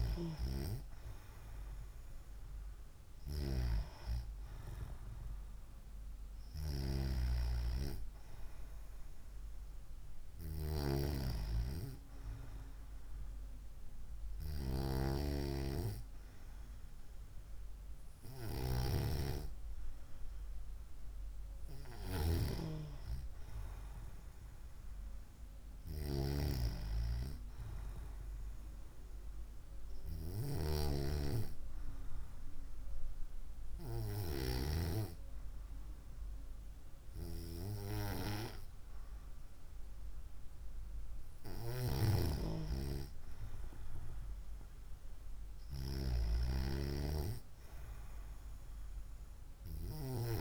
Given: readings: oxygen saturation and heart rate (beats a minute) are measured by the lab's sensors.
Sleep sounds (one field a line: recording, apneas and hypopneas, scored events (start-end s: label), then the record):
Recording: breathing in sleep by a room microphone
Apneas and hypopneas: none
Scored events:
none scored
From the record:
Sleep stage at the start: N2 (light sleep)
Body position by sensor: on the right side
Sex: female